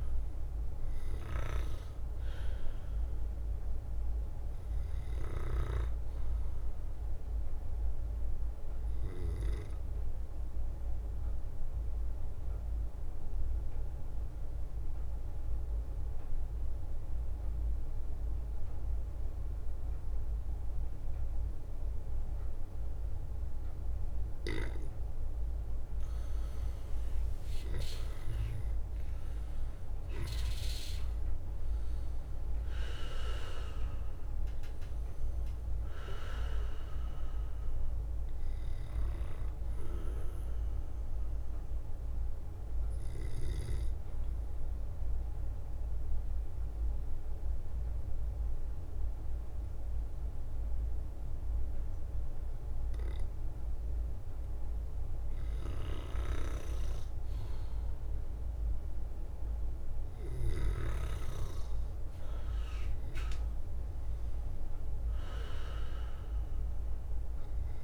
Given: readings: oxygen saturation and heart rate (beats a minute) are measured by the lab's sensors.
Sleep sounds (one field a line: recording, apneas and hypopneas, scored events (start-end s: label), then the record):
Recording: breathing in sleep by a room microphone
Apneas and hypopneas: 2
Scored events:
1.50-9.50 s: leg movement (device-marked)
5.50-25.50 s: bradycardia (device-marked, heart rate 56 before, 55 extreme)
11.00-24.50 s: mixed apnea (oxygen 99% before, 93% lowest, heart rate 62 before, 55 extreme, up 11 after)
26.00-34.00 s: leg movement (device-marked)
27.00-32.00 s: arousal
29.50-48.50 s: oxygen desaturation (device-marked, oxygen 98% before, 93% lowest, heart rate 57 before, 57 extreme)
34.50-40.50 s: leg movement (device-marked)
38.50-54.50 s: bradycardia (device-marked, heart rate 57 before, 57 extreme)
44.00-55.50 s: obstructive apnea (oxygen 98% before, 93% lowest, heart rate 62 before, 55 extreme, up 3 after)
45.50-54.50 s: leg movement (device-marked)
46.50-63.50 s: drop in pulse transit time (device-marked, heart rate 62 before, 57 extreme)
56.00-57.50 s: leg movement (device-marked)
56.50-61.50 s: bradycardia (device-marked, heart rate 57 before, 58 extreme)
58.50-63.00 s: arousal
62.50-67.84 s: oxygen desaturation (device-marked, oxygen 99% before, 95% lowest, heart rate 58 before, 55 extreme)
From the record:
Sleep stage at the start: N2 (light sleep)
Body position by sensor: on the back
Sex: male